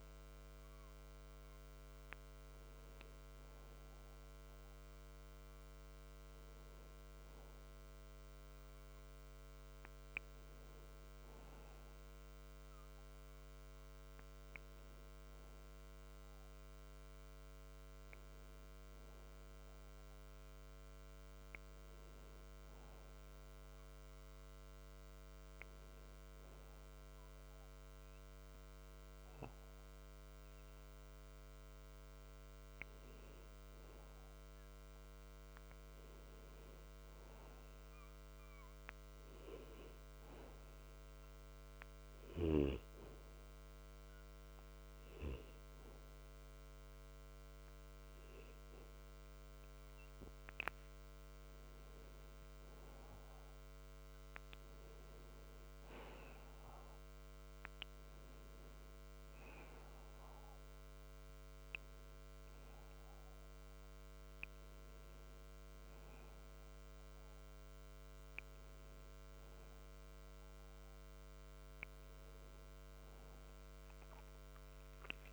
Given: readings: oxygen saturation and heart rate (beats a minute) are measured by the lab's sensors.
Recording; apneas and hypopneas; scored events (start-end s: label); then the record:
breathing in sleep by a microphone on the trachea; 2
0.00-13.50 s: oxygen desaturation (device-marked, oxygen 90% lowest)
14.00-18.00 s: arousal
23.00-34.00 s: hypopnea (oxygen 98% before, 94% lowest)
40.50-51.00 s: hypopnea (oxygen 98% before, 94% lowest)
52.00-56.50 s: arousal
From the record:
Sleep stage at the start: N2 (light sleep); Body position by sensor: on the back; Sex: male